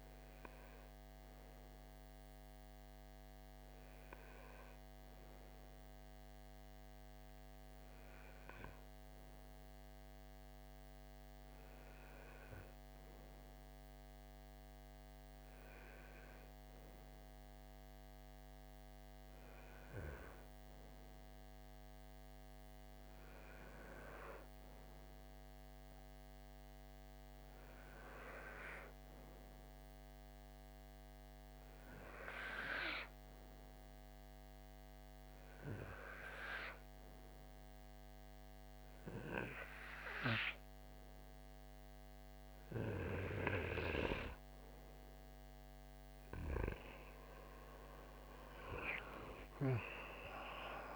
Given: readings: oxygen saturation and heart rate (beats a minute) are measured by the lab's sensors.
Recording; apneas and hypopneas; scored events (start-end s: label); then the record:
breathing in sleep by a microphone on the trachea; none
none scored
From the record:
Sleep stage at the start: N2 (light sleep); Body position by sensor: on the right side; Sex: male